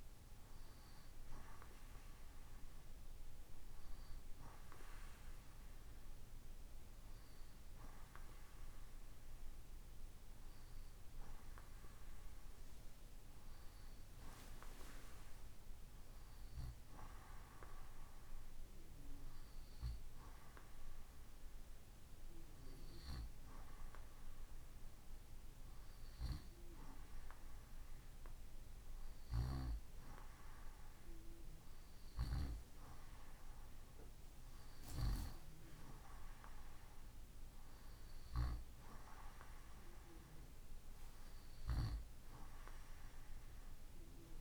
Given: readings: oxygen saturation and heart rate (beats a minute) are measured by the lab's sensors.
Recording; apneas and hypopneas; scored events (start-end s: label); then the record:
breathing in sleep by a room microphone; none
none scored
From the record:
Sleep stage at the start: N2 (light sleep); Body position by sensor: on the right side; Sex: male